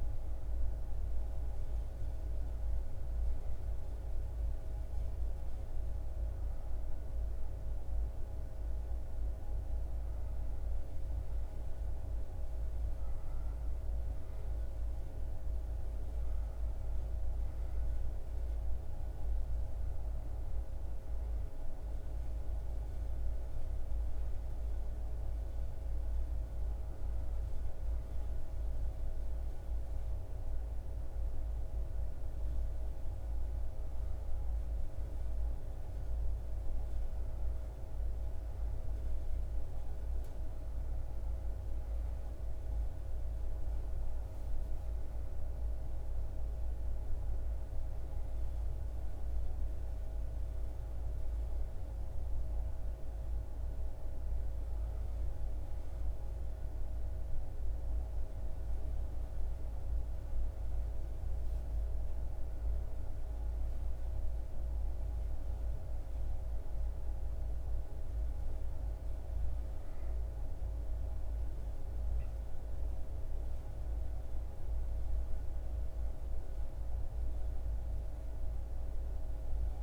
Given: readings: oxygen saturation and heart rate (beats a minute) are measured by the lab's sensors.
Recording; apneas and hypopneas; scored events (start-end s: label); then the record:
breathing in sleep, hard to hear, by a room microphone; none
none scored
From the record:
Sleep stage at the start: N2 (light sleep); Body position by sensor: on the back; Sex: male